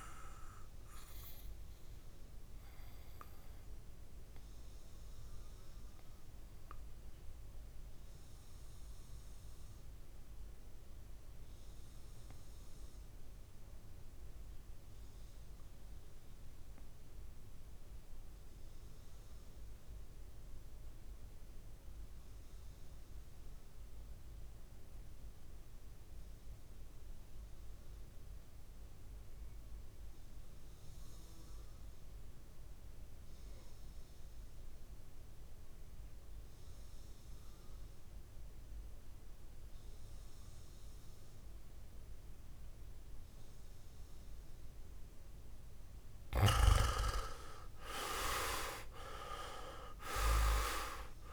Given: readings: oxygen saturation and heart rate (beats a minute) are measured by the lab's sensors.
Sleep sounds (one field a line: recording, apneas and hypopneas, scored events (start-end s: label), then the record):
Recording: breathing in sleep by a room microphone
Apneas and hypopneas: 1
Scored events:
0.00-8.00 s: oxygen desaturation (device-marked, oxygen 87% lowest, heart rate 49 extreme)
1.50-44.50 s: mixed apnea (oxygen 99% before, 83% lowest, heart rate 58 before, 51 extreme, up 17 after)
30.00-51.33 s: oxygen desaturation (device-marked, oxygen 100% before, 83% lowest, heart rate 54 before, 52 extreme)
47.00-51.00 s: arousal
From the record:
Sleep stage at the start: REM sleep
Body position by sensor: on the back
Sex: male